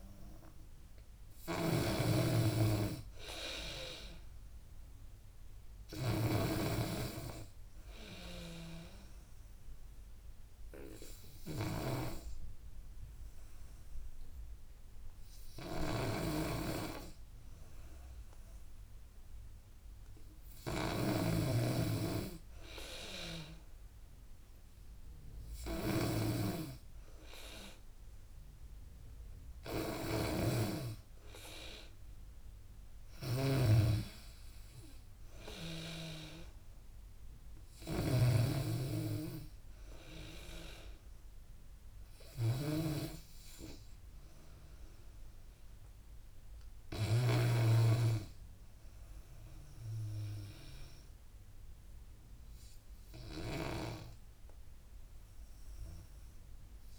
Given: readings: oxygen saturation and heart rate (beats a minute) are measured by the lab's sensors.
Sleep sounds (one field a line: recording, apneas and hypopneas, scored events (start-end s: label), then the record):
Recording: breathing in sleep by a room microphone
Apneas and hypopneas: 1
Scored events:
0.00-10.50 s: drop in pulse transit time (device-marked, heart rate 80 extreme)
0.00-56.99 s: snoring (device-marked)
1.50-20.50 s: oxygen desaturation (device-marked, oxygen 97% before, 88% lowest, heart rate 79 before, 75 extreme)
9.50-20.50 s: hypopnea (oxygen 97% before, 88% lowest, heart rate 82 before, 78 extreme, up 15 after)
25.00-28.50 s: arousal
27.50-41.50 s: drop in pulse transit time (device-marked, heart rate 81 before, 89 extreme)
52.00-56.00 s: arousal
From the record:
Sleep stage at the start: N2 (light sleep)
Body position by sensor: on the back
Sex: female